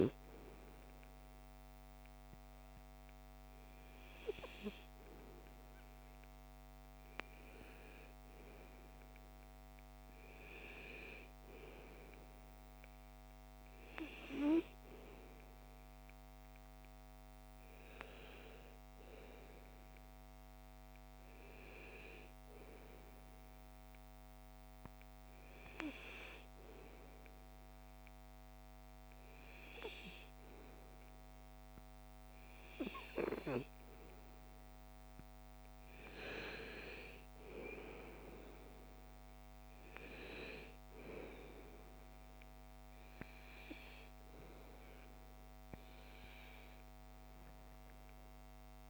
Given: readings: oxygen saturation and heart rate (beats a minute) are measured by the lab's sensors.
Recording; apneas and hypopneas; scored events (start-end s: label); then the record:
breathing in sleep by a microphone on the trachea; none
21.50-48.90 s: new sleep stage, N2 (light sleep)
From the record:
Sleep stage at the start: REM sleep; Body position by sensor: on the right side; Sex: female